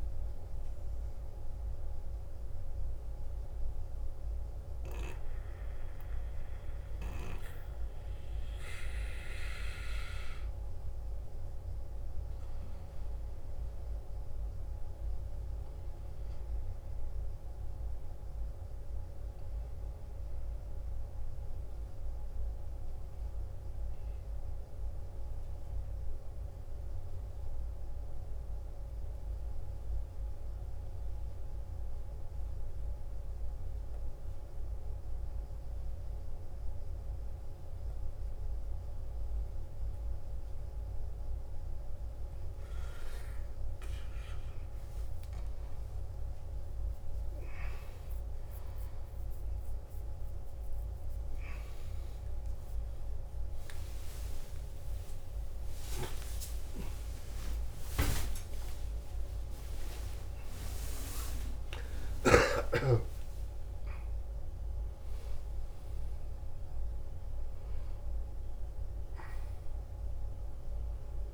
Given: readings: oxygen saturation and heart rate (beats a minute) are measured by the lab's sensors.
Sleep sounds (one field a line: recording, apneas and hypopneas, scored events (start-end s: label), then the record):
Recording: a person partly awake in a sleep study, by a room microphone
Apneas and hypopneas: 1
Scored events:
0.00-24.00 s: oxygen desaturation (device-marked, oxygen 90% lowest, heart rate 53 extreme)
1.50-42.00 s: obstructive apnea (oxygen 98% before, 90% lowest, heart rate 57 before, 53 extreme, up 14 after)
53.00-71.34 s: new sleep stage, awake
56.00-62.00 s: tachycardia (device-marked, heart rate 58 before, 107 extreme)
58.00-60.00 s: long interval between heartbeats (device-marked, heart rate 63 before, 97 extreme)
65.00-67.00 s: long interval between heartbeats (device-marked, heart rate 81 before, 84 extreme)
From the record:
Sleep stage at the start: N2 (light sleep)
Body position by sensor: on the back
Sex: male